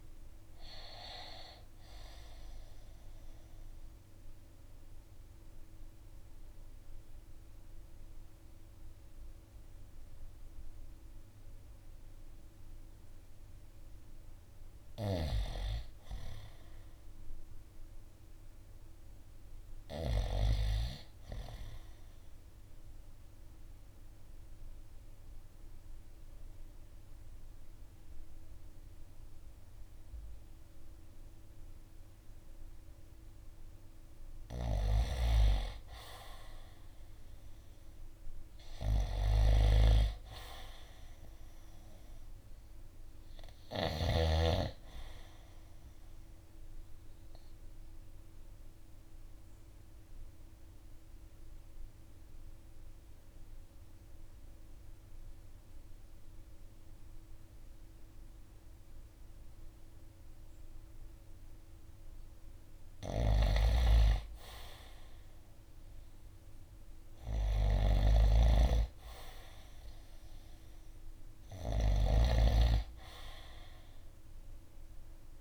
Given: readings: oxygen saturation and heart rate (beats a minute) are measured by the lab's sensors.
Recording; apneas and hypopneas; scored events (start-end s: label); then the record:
breathing in sleep by a room microphone; 3
3.50-13.50 s: mixed apnea (oxygen 95% before, 91% lowest, heart rate 60 before, 53 extreme, up 4 after)
15.00-18.00 s: arousal
23.00-33.00 s: obstructive apnea (oxygen 95% before, 91% lowest, heart rate 56 before, 53 extreme, up 4 after)
31.00-37.00 s: oxygen desaturation (device-marked, oxygen 98% before, 94% lowest, heart rate 55 before, 53 extreme)
36.50-41.00 s: arousal
46.00-61.50 s: obstructive apnea (oxygen 98% before, 91% lowest, heart rate 55 before, 52 extreme, up 3 after)
48.00-66.00 s: oxygen desaturation (device-marked, oxygen 95% before, 91% lowest, heart rate 55 before, 52 extreme)
62.00-71.50 s: snoring (device-marked)
65.00-68.50 s: arousal
From the record:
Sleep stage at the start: N2 (light sleep); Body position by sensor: on the right side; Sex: male